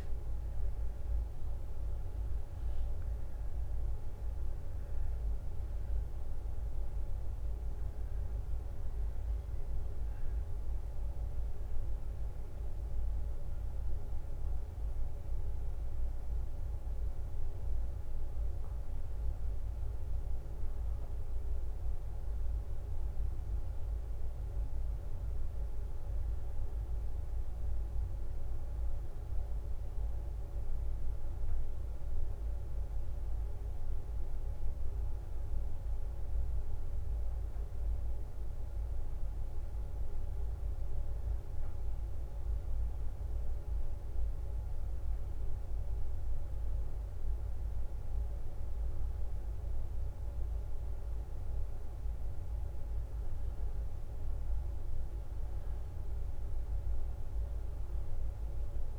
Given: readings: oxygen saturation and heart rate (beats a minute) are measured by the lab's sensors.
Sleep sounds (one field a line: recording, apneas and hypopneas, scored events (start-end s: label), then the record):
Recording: a person awake in a sleep study, hard to hear, by a room microphone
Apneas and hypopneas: 1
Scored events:
16.50-26.50 s: drop in pulse transit time (device-marked, heart rate 71 before, 65 extreme)
39.50-51.00 s: hypopnea (oxygen 98% before, 93% lowest, heart rate 66 before, 60 extreme, up 9 after)
51.50-58.98 s: oxygen desaturation (device-marked, oxygen 96% before, 93% lowest, heart rate 64 before, 63 extreme)
From the record:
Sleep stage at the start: awake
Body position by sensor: on the back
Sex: female